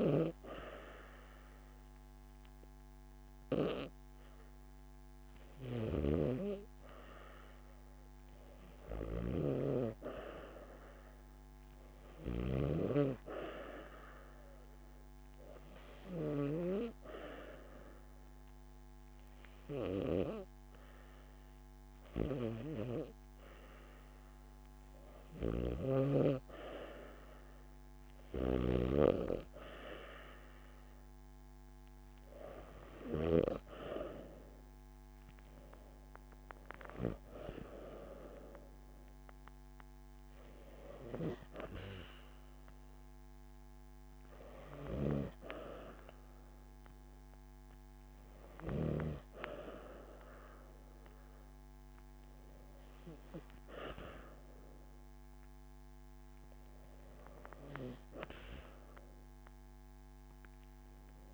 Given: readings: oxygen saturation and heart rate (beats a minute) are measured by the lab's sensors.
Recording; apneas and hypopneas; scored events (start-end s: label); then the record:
breathing in sleep by a microphone on the trachea; 1
0.50-2.50 s: long interval between heartbeats (device-marked)
7.50-11.00 s: arousal
15.00-28.00 s: hypopnea (oxygen 91% before, 89% lowest)
29.50-33.00 s: arousal
34.50-42.50 s: oxygen desaturation (device-marked, oxygen 92% before, 89% lowest)
37.00-39.00 s: long interval between heartbeats (device-marked)
46.50-47.50 s: drop in pulse transit time (device-marked)
55.00-57.00 s: long interval between heartbeats (device-marked)
From the record:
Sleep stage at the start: N2 (light sleep); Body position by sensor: on the back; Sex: female